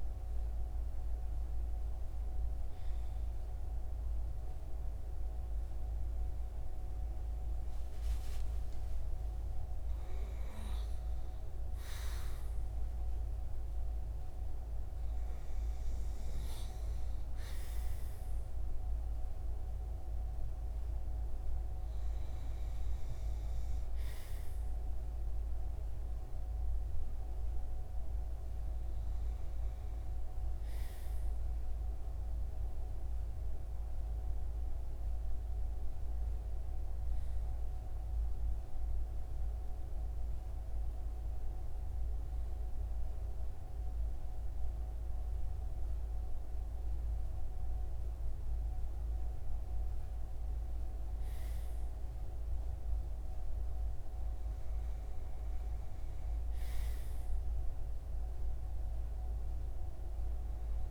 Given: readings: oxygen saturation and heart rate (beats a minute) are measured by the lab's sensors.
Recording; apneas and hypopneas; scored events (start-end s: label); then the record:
breathing in sleep, hard to hear, by a room microphone; none
7.00-10.50 s: arousal
From the record:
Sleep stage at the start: REM sleep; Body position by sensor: on the front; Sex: male